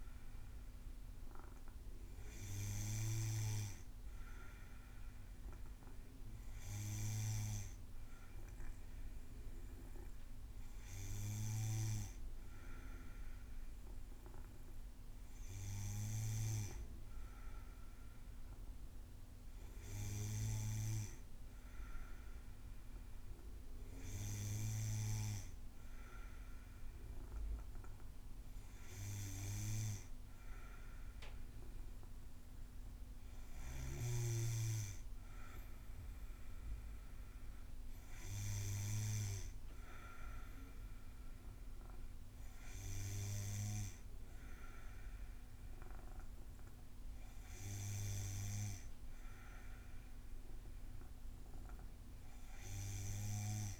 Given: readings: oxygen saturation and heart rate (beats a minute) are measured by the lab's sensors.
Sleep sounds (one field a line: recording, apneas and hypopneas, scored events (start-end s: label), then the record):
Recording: breathing in sleep by a room microphone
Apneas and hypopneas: none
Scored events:
none scored
From the record:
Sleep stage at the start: N2 (light sleep)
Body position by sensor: on the back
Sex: female